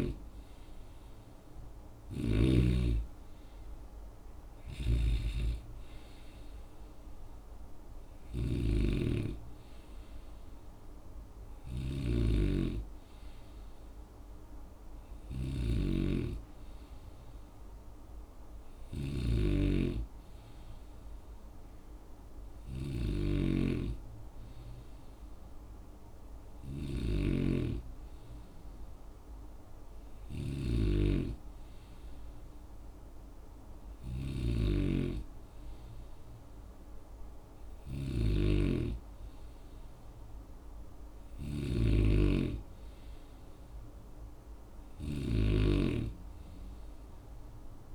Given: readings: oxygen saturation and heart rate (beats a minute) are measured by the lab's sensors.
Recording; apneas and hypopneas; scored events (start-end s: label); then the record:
breathing in sleep by a room microphone; none
0.00-2.50 s: snoring (device-marked)
4.50-47.95 s: snoring (device-marked)
From the record:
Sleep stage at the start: N2 (light sleep); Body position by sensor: on the right side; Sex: male